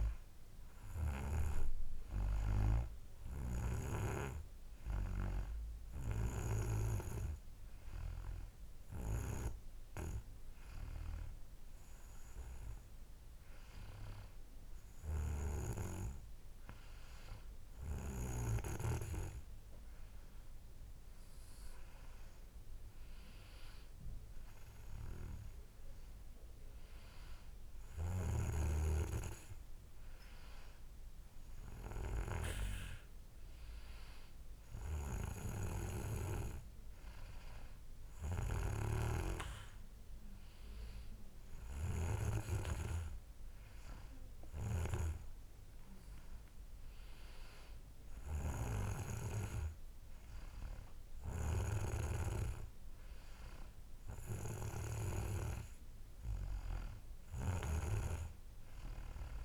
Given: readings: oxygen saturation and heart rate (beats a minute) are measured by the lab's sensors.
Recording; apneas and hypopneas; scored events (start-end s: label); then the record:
breathing in sleep by a room microphone; none
0.00-8.00 s: oxygen desaturation (device-marked, oxygen 92% lowest, heart rate 65 extreme)
From the record:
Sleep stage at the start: N2 (light sleep); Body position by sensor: on the back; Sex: male